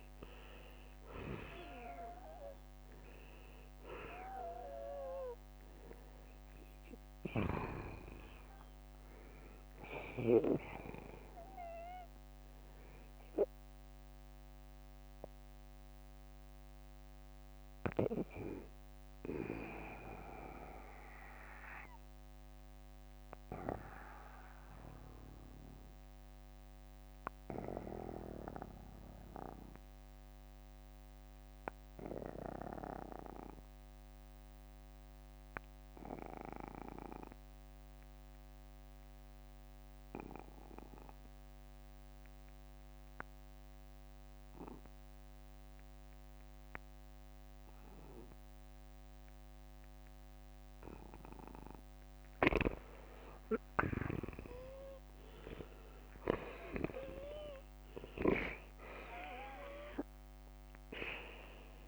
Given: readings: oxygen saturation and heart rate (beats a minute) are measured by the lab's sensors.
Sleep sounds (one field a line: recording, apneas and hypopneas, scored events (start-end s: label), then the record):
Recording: breathing in sleep by a microphone on the trachea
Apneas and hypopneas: 1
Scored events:
0.00-28.00 s: oxygen desaturation (device-marked, oxygen 81% lowest, heart rate 40 extreme)
12.00-50.00 s: obstructive apnea (oxygen 95% before, 79% lowest, heart rate 64 before, 40 extreme, up 18 after)
18.00-61.87 s: new sleep stage, N2 (light sleep)
49.00-61.87 s: oxygen desaturation (device-marked, oxygen 96% before, 79% lowest, heart rate 53 before, 44 extreme)
51.50-53.50 s: long interval between heartbeats (device-marked, heart rate 52 before, 57 extreme)
53.50-59.50 s: arousal
From the record:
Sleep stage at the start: N1 (lightest sleep)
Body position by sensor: on the back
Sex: male